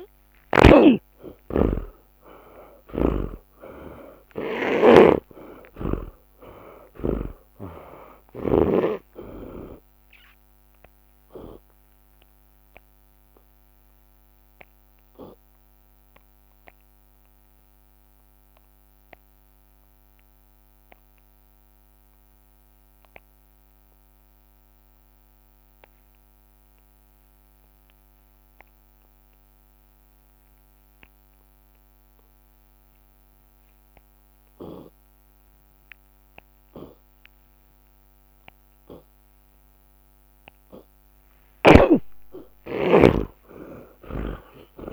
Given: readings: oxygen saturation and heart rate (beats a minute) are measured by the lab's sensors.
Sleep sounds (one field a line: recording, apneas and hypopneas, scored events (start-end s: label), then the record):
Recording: breathing in sleep by a microphone on the trachea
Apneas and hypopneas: 1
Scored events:
0.00-1.50 s: tachycardia (device-marked, heart rate 162 extreme)
0.00-5.50 s: arousal
0.50-2.50 s: long interval between heartbeats (device-marked, heart rate 129 before, 148 extreme)
2.50-6.00 s: snoring (device-marked)
3.50-15.50 s: oxygen desaturation (device-marked, oxygen 96% before, 92% lowest)
4.50-12.50 s: drop in pulse transit time (device-marked, heart rate 137 before, 39 extreme)
6.50-8.50 s: long interval between heartbeats (device-marked, heart rate 127 before, 56 extreme)
12.00-33.50 s: obstructive apnea (oxygen 96% before, 78% lowest)
25.50-44.93 s: oxygen desaturation (device-marked, oxygen 97% before, 78% lowest)
41.00-43.00 s: long interval between heartbeats (device-marked)
43.00-44.93 s: arousal
From the record:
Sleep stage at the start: N2 (light sleep)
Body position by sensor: on the back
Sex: male